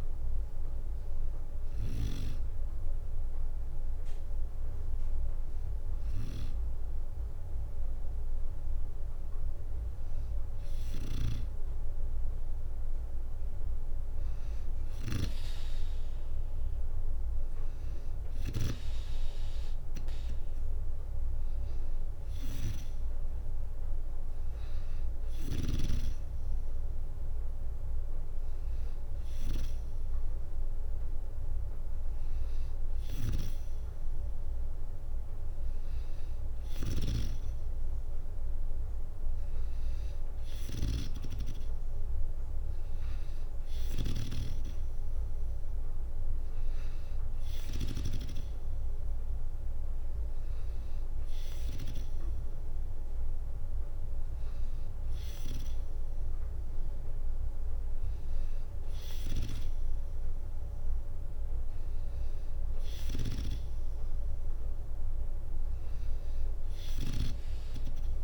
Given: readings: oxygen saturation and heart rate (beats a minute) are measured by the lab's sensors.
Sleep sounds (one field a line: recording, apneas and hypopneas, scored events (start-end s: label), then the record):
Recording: breathing in sleep by a room microphone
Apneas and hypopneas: none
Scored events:
0.00-1.00 s: oxygen desaturation (device-marked, oxygen 95% lowest, heart rate 60 extreme)
0.00-3.00 s: drop in pulse transit time (device-marked, heart rate 62 extreme)
32.00-43.50 s: snoring (device-marked)
62.00-66.50 s: snoring (device-marked)
From the record:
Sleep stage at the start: N2 (light sleep)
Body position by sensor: on the back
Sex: female